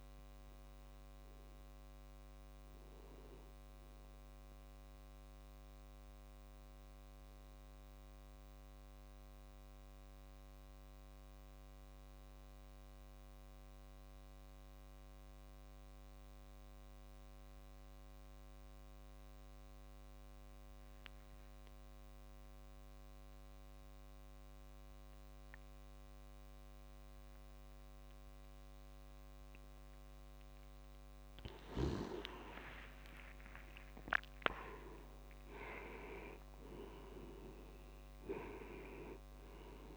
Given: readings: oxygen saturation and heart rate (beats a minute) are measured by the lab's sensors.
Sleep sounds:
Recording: breathing in sleep by a microphone on the trachea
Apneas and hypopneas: 1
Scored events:
0.00-12.50 s: oxygen desaturation (device-marked, oxygen 91% lowest)
6.50-29.50 s: obstructive apnea (oxygen 97% before, 89% lowest)
27.50-39.97 s: oxygen desaturation (device-marked, oxygen 98% before, 89% lowest)
29.50-39.97 s: tachycardia (device-marked)
31.50-35.50 s: arousal
From the record:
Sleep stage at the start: N2 (light sleep)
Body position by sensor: on the back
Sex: male

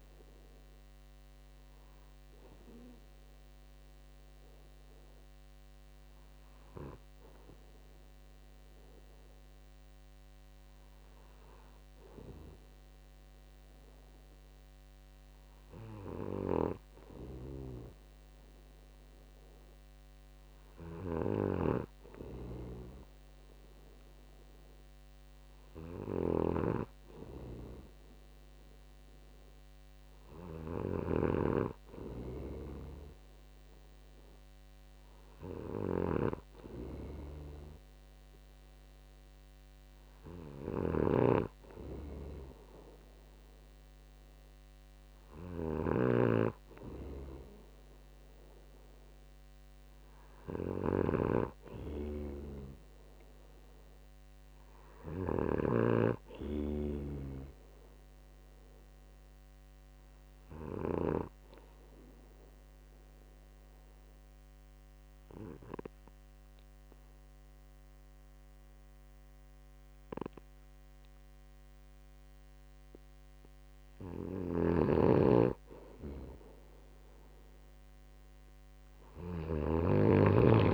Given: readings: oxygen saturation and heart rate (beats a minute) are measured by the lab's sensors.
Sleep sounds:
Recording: breathing in sleep by a microphone on the trachea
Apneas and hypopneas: 2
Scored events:
4.50-22.00 s: hypopnea (oxygen 95% before, 94% lowest, heart rate 64 before, 62 extreme, up 0 after)
17.00-62.00 s: snoring (device-marked)
24.50-27.50 s: arousal
63.00-75.50 s: obstructive apnea (oxygen 96% before, 94% lowest, heart rate 64 before, 62 extreme, up 1 after)
75.00-80.50 s: snoring (device-marked)
From the record:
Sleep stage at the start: N2 (light sleep)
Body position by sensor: on the right side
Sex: male

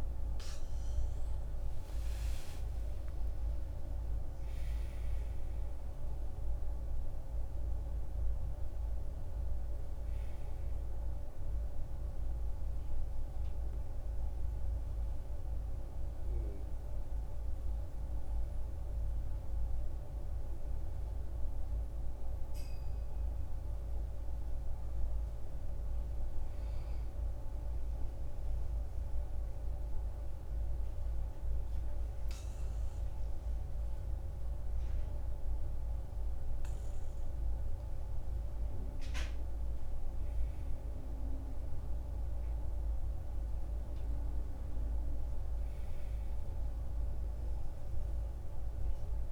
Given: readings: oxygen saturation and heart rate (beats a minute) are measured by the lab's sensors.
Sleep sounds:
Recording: breathing in sleep, hard to hear, by a room microphone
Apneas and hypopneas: 2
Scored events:
0.00-2.00 s: oxygen desaturation (device-marked, oxygen 90% lowest, heart rate 62 extreme)
2.00-6.50 s: arousal
11.00-24.00 s: mixed apnea (oxygen 95% before, 86% lowest, heart rate 67 before, 63 extreme, up 3 after)
25.00-27.00 s: arousal
28.00-38.00 s: obstructive apnea (oxygen 95% before, 83% lowest, heart rate 66 before, 63 extreme, up 9 after)
33.00-44.00 s: oxygen desaturation (device-marked, oxygen 95% before, 91% lowest, heart rate 64 before, 63 extreme)
39.50-43.50 s: arousal
From the record:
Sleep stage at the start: N2 (light sleep)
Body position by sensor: on the back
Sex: male

